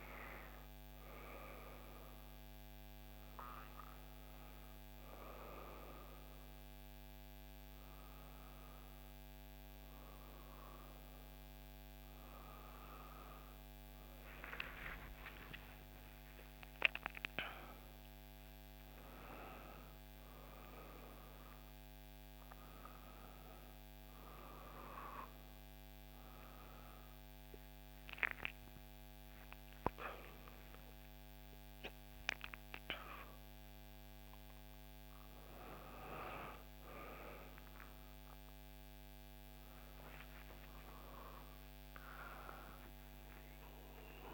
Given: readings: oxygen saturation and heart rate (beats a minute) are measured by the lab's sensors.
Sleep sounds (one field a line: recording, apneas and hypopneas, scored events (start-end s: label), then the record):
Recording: a person awake in a sleep study, by a microphone on the trachea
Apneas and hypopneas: none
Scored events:
none scored
From the record:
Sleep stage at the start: awake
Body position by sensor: on the back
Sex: female